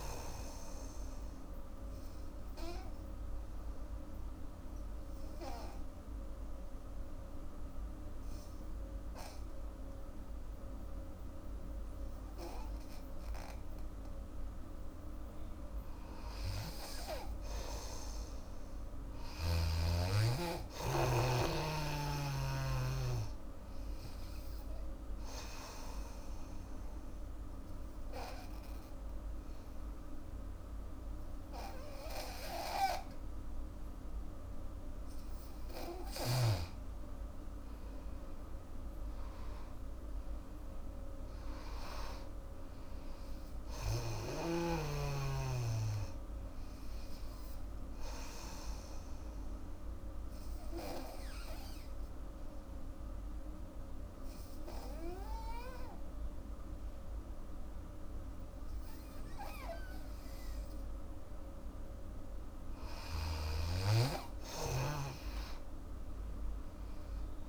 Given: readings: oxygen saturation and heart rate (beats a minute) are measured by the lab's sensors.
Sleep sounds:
breathing in sleep by a room microphone; 3
0.00-8.00 s: oxygen desaturation (device-marked, oxygen 90% lowest, heart rate 69 extreme)
1.50-14.50 s: obstructive apnea (oxygen 99% before, 88% lowest, heart rate 78 before, 71 extreme, up 9 after)
16.50-19.50 s: arousal
18.00-30.00 s: oxygen desaturation (device-marked, oxygen 99% before, 88% lowest, heart rate 74 before, 73 extreme)
25.50-36.00 s: obstructive apnea (oxygen 99% before, 88% lowest, heart rate 75 before, 73 extreme, up 10 after)
38.50-42.50 s: arousal
39.00-57.00 s: oxygen desaturation (device-marked, oxygen 97% before, 91% lowest, heart rate 78 before, 65 extreme)
48.50-61.00 s: obstructive apnea (oxygen 97% before, 88% lowest, heart rate 79 before, 65 extreme, up 8 after)
65.00-67.49 s: arousal
From the record:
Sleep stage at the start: N2 (light sleep); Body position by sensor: on the back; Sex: female

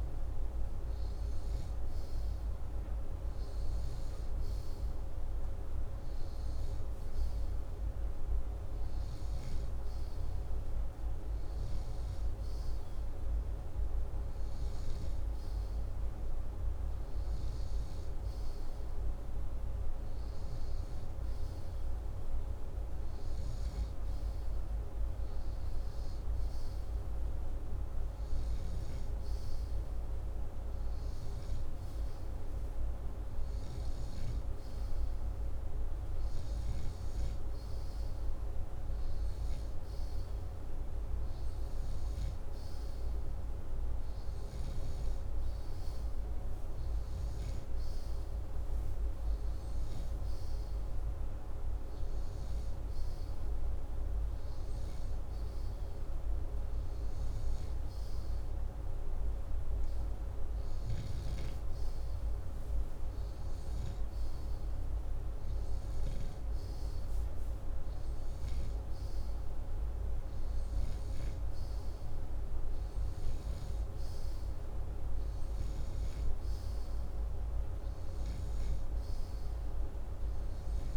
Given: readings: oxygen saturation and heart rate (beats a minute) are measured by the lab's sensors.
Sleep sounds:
breathing in sleep, hard to hear, by a room microphone; none
9.50-35.00 s: snoring (device-marked)
61.50-71.50 s: snoring (device-marked)
78.50-80.97 s: snoring (device-marked)
From the record:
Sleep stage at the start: N2 (light sleep); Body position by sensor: upright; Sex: male

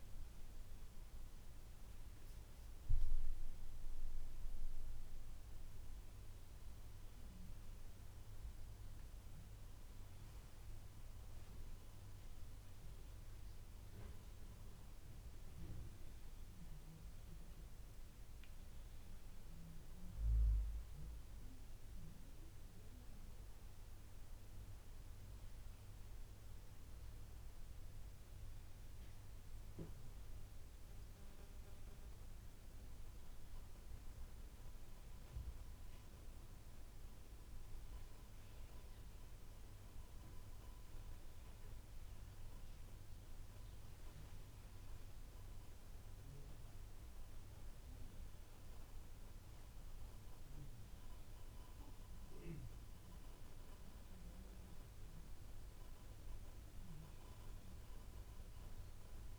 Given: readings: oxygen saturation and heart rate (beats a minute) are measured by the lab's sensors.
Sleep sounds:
breathing in sleep, hard to hear, by a room microphone; none
none scored
From the record:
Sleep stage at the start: N2 (light sleep); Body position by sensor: on the back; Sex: male

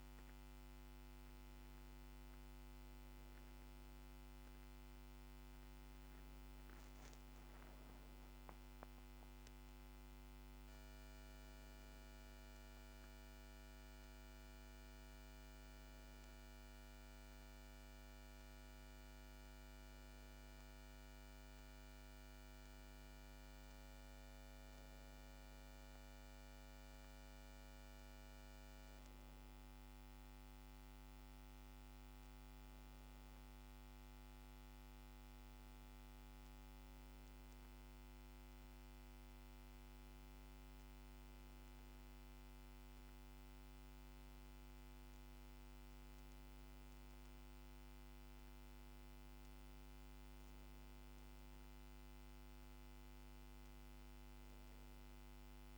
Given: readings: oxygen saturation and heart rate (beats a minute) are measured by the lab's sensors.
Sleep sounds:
a person awake in a sleep study, hard to hear, by a microphone on the trachea; none
none scored
From the record:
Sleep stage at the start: awake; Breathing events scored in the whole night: 171 in 4.5 hours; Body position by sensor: on the back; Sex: female

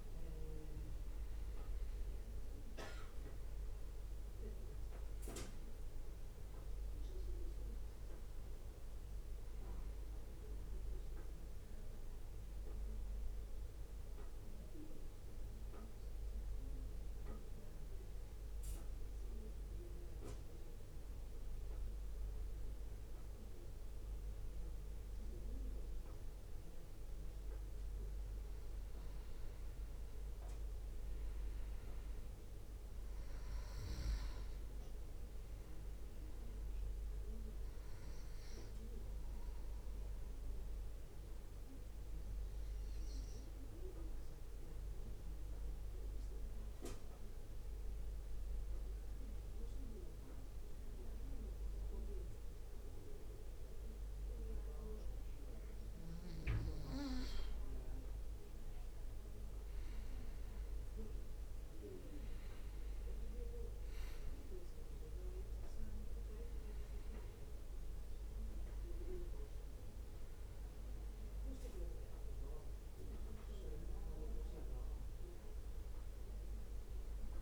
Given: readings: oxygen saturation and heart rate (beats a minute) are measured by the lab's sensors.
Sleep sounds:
breathing in sleep by a room microphone; 2
0.00-20.50 s: drop in pulse transit time (device-marked, heart rate 61 extreme)
13.50-28.00 s: mixed apnea (oxygen 96% before, 91% lowest, heart rate 63 before, 58 extreme, up 2 after)
29.50-32.50 s: arousal
41.00-57.50 s: obstructive apnea (oxygen 97% before, 91% lowest, heart rate 62 before, 57 extreme, up 1 after)
59.00-62.00 s: arousal
62.50-75.50 s: drop in pulse transit time (device-marked, heart rate 62 before, 57 extreme)
63.50-77.42 s: oxygen desaturation (device-marked, oxygen 96% before, 91% lowest, heart rate 62 before, 58 extreme)
From the record:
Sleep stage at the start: N2 (light sleep); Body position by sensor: on the back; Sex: male

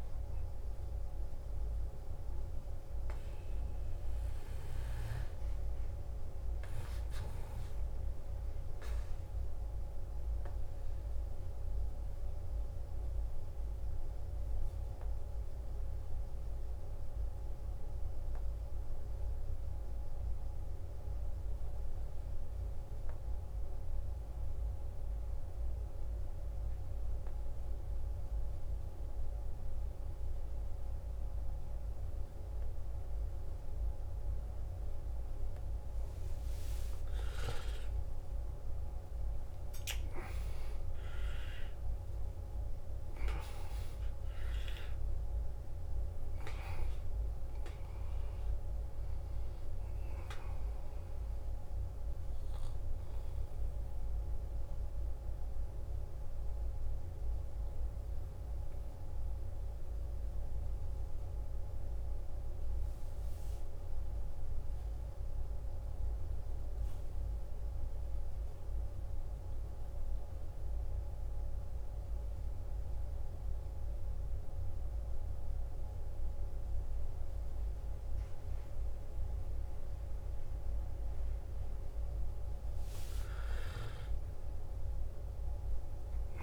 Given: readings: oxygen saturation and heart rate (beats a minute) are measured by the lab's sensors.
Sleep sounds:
breathing in sleep, hard to hear, by a room microphone; 2
4.50-21.50 s: oxygen desaturation (device-marked, oxygen 95% before, 92% lowest, heart rate 60 before, 54 extreme)
6.50-36.00 s: obstructive apnea (oxygen 97% before, 90% lowest, heart rate 61 before, 53 extreme, up 13 after)
34.50-66.50 s: oxygen desaturation (device-marked, oxygen 98% before, 90% lowest, heart rate 55 before, 52 extreme)
37.00-42.50 s: arousal
55.50-81.50 s: obstructive apnea (oxygen 98% before, 90% lowest, heart rate 63 before, 52 extreme, up 11 after)
81.50-86.42 s: oxygen desaturation (device-marked, oxygen 97% before, 90% lowest, heart rate 56 before, 53 extreme)
83.00-86.42 s: arousal
From the record:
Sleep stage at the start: N2 (light sleep); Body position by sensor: on the back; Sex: male

